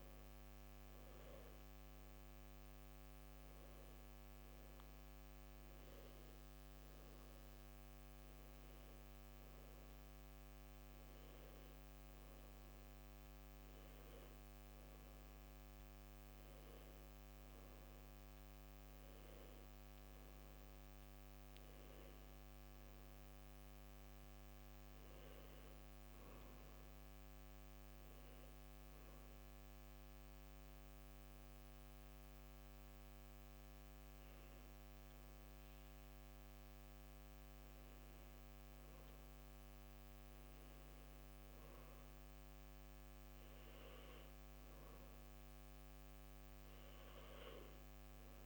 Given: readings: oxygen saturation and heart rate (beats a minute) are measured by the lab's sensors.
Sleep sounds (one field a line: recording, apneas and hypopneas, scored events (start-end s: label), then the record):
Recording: a person partly awake in a sleep study, hard to hear, by a microphone on the trachea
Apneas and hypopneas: none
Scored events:
7.00-37.00 s: new sleep stage, N1 (lightest sleep)
37.00-48.46 s: new sleep stage, N2 (light sleep)
From the record:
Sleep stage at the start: awake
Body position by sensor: on the back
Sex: male